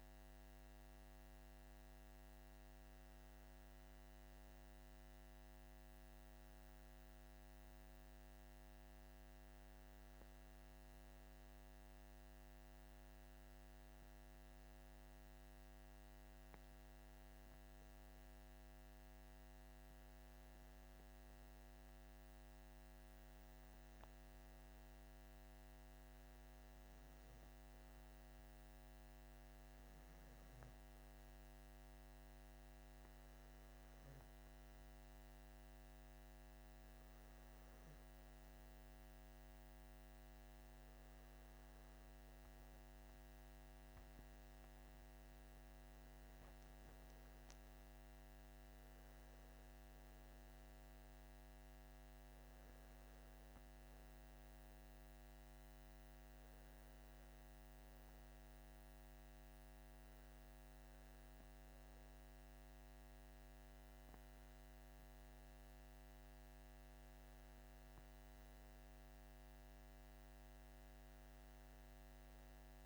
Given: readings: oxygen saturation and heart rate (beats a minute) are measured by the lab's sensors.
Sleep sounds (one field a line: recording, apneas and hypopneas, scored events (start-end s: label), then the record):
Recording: breathing in sleep, hard to hear, by a microphone on the trachea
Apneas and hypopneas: none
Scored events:
none scored
From the record:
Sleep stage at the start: REM sleep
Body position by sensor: on the back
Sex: male